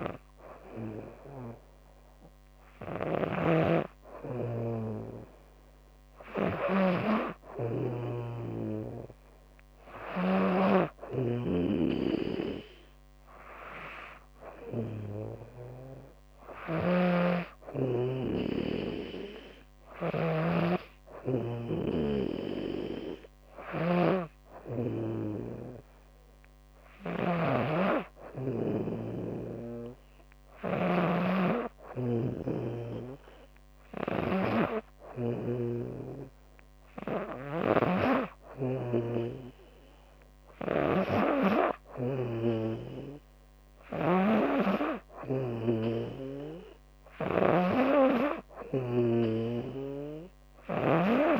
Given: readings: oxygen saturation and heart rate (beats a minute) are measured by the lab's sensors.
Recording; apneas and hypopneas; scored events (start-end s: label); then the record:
breathing in sleep by a microphone on the trachea; none
0.00-6.00 s: snoring (device-marked)
10.50-14.50 s: snoring (device-marked)
16.50-51.40 s: snoring (device-marked)
From the record:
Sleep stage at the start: N2 (light sleep); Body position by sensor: on the back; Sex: female